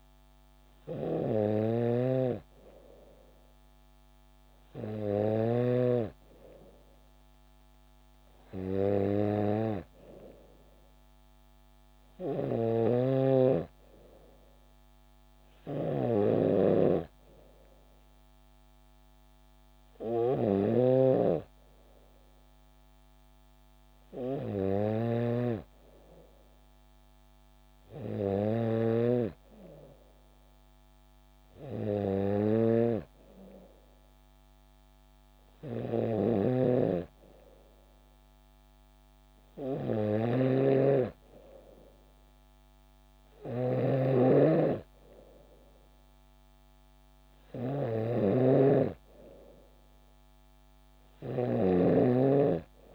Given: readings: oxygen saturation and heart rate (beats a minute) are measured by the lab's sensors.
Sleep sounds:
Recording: breathing in sleep by a microphone on the trachea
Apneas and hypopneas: none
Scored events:
0.00-6.00 s: snoring (device-marked)
12.50-52.95 s: snoring (device-marked)
From the record:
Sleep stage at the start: N3 (deep sleep)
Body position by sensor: on the back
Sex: female

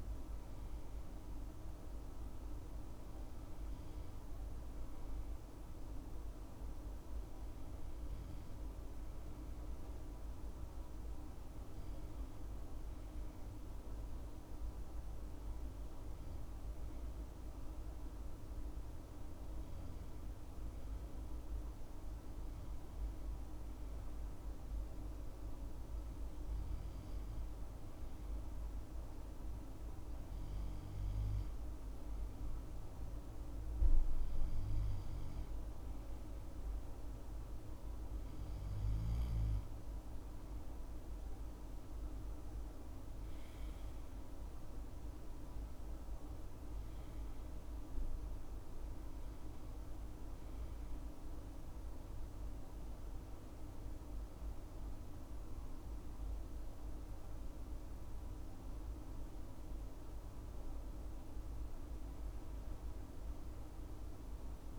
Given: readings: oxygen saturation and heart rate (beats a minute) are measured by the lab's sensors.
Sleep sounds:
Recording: breathing in sleep, hard to hear, by a room microphone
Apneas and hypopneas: none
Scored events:
none scored
From the record:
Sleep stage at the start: N2 (light sleep)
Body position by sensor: on the left side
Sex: male

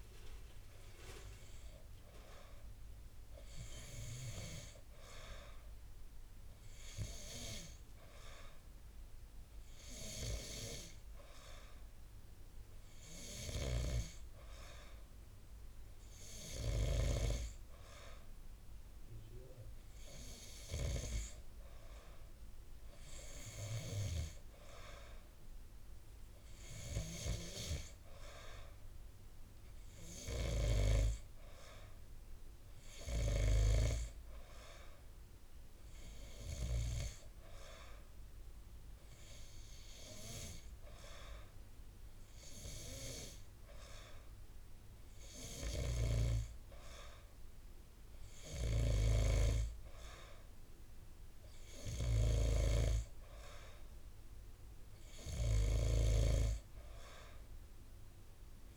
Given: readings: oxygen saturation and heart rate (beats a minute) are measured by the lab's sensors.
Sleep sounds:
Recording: breathing in sleep by a room microphone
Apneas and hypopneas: none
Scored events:
none scored
From the record:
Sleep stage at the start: N2 (light sleep)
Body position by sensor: on the back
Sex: male

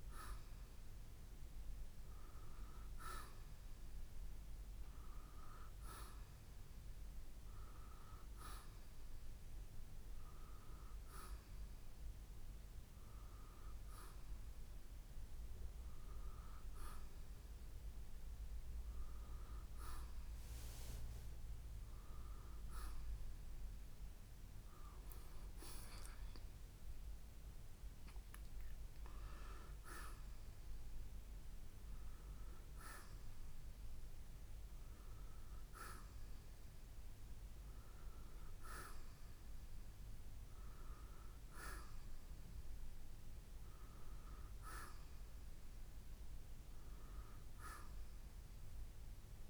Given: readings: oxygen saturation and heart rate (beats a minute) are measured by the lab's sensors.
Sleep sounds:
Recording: breathing in sleep by a room microphone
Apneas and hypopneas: none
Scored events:
24.50-49.49 s: new sleep stage, N2 (light sleep)
From the record:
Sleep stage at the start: N1 (lightest sleep)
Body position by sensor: on the right side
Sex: male

